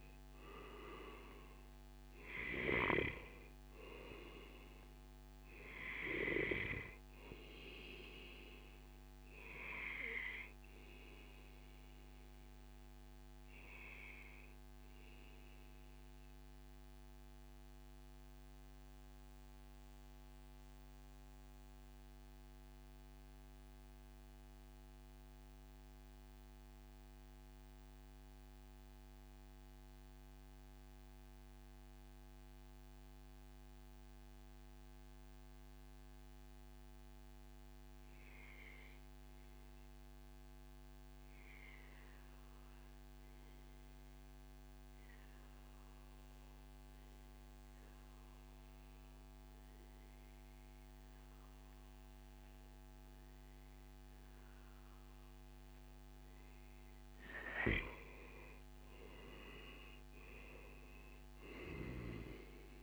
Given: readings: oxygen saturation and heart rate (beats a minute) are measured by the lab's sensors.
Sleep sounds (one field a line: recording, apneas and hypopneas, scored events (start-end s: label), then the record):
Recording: breathing in sleep by a microphone on the trachea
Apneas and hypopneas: 1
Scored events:
0.00-24.00 s: oxygen desaturation (device-marked, oxygen 91% lowest, heart rate 77 extreme)
9.50-55.50 s: mixed apnea (oxygen 98% before, 90% lowest, heart rate 107 before, 77 extreme, up 37 after)
10.50-12.50 s: long interval between heartbeats (device-marked, heart rate 108 before, 107 extreme)
46.00-62.83 s: oxygen desaturation (device-marked, oxygen 98% before, 90% lowest, heart rate 103 before, 107 extreme)
59.50-62.83 s: arousal
From the record:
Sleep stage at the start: N2 (light sleep)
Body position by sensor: on the back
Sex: male